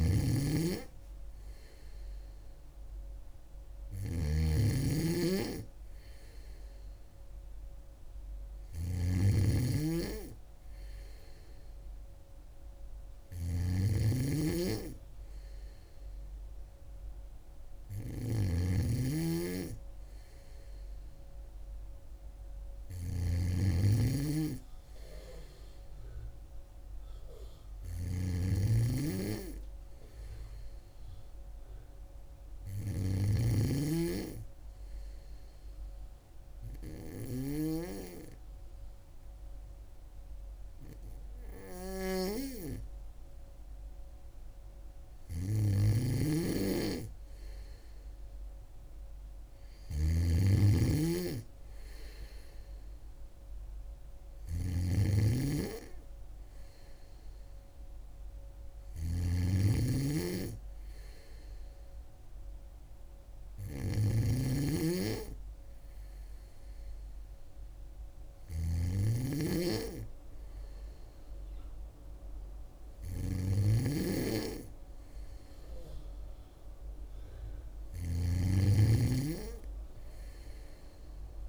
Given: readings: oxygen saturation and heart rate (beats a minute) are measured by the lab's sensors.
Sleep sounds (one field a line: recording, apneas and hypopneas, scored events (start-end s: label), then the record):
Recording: breathing in sleep by a room microphone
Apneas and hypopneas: 1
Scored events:
0.00-81.49 s: snoring (device-marked)
35.50-46.00 s: obstructive apnea (oxygen 97% before, 96% lowest, heart rate 67 before, 64 extreme, up 4 after)
48.50-52.00 s: arousal
From the record:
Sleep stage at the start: N2 (light sleep)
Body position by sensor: on the back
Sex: female